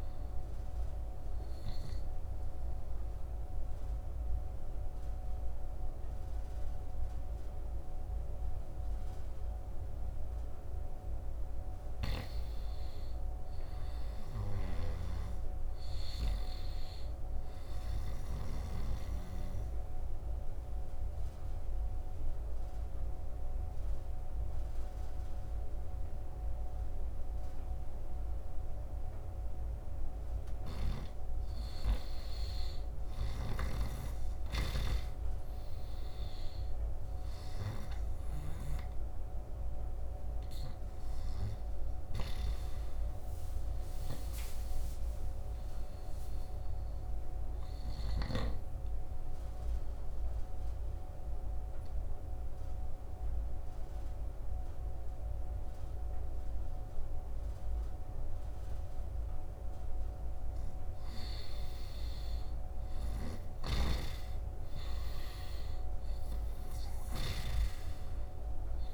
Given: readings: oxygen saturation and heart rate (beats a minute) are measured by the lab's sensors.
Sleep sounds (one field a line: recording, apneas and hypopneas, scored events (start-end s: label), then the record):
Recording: breathing in sleep by a room microphone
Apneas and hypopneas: 3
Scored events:
0.00-12.50 s: oxygen desaturation (device-marked, oxygen 86% lowest, heart rate 74 extreme)
0.50-11.50 s: obstructive apnea (oxygen 97% before, 86% lowest, heart rate 78 before, 74 extreme, up 7 after)
13.50-17.00 s: arousal
14.00-18.50 s: snoring (device-marked)
19.00-31.50 s: obstructive apnea (oxygen 97% before, 85% lowest, heart rate 80 before, 74 extreme, up 6 after)
19.50-32.50 s: oxygen desaturation (device-marked, oxygen 97% before, 89% lowest, heart rate 80 before, 74 extreme)
30.00-48.00 s: snoring (device-marked)
33.00-36.50 s: arousal
37.50-56.50 s: oxygen desaturation (device-marked, oxygen 96% before, 88% lowest, heart rate 77 before, 75 extreme)
49.50-61.00 s: obstructive apnea (oxygen 96% before, 85% lowest, heart rate 79 before, 75 extreme, up 2 after)
62.00-66.00 s: arousal
62.50-67.50 s: snoring (device-marked)
66.50-68.94 s: oxygen desaturation (device-marked, oxygen 97% before, 85% lowest, heart rate 79 before, 75 extreme)
From the record:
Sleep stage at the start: N2 (light sleep)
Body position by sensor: on the right side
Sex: male